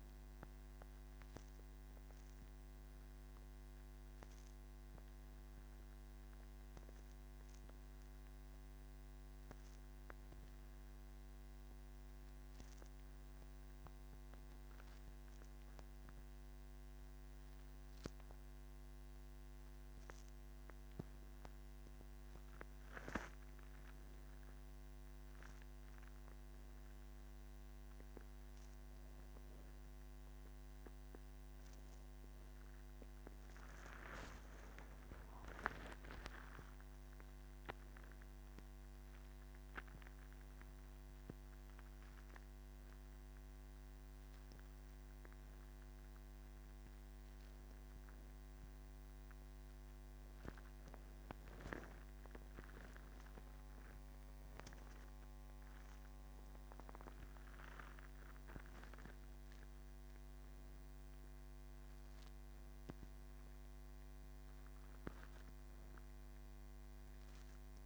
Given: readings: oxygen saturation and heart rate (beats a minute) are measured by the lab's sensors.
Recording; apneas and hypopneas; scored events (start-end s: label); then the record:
breathing in sleep by a microphone on the trachea; 1
10.50-27.50 s: oxygen desaturation (device-marked, oxygen 94% before, 91% lowest, heart rate 55 before, 56 extreme)
11.50-21.50 s: hypopnea (oxygen 96% before, 91% lowest, heart rate 55 before, 56 extreme, up 9 after)
From the record:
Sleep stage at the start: N2 (light sleep); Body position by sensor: on the back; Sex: female